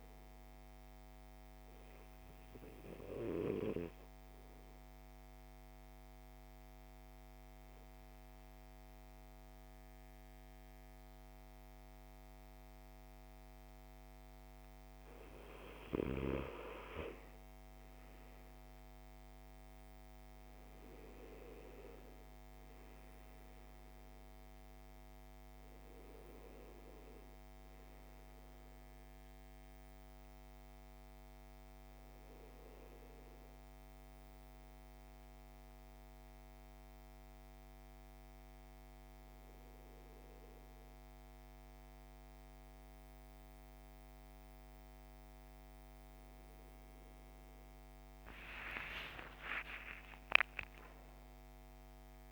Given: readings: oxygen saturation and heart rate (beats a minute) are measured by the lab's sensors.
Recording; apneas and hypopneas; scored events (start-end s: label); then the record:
breathing in sleep by a microphone on the trachea; 2
0.00-19.50 s: oxygen desaturation (device-marked, oxygen 92% lowest, heart rate 52 extreme)
0.50-13.50 s: obstructive apnea (oxygen 97% before, 92% lowest, heart rate 55 before, 52 extreme, up 8 after)
16.50-23.50 s: arousal
35.00-46.00 s: hypopnea (oxygen 97% before, 93% lowest, heart rate 60 before, 59 extreme, up 12 after)
47.50-52.32 s: arousal
From the record:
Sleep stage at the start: REM sleep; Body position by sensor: on the back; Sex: male